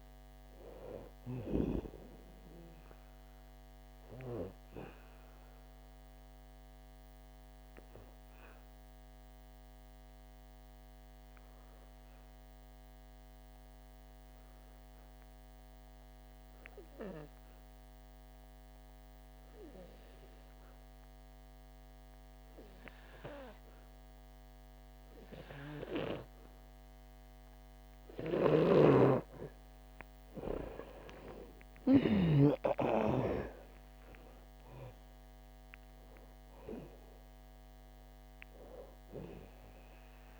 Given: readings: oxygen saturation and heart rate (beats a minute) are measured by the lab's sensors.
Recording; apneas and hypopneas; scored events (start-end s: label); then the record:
breathing in sleep by a microphone on the trachea; 1
0.00-23.00 s: oxygen desaturation (device-marked, oxygen 88% lowest, heart rate 59 extreme)
6.00-28.00 s: obstructive apnea (oxygen 97% before, 87% lowest, heart rate 88 before, 59 extreme, up 27 after)
28.00-40.40 s: oxygen desaturation (device-marked, oxygen 98% before, 88% lowest, heart rate 77 before, 57 extreme)
28.50-32.50 s: snoring (device-marked)
29.50-33.50 s: arousal
From the record:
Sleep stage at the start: N2 (light sleep); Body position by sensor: on the back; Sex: female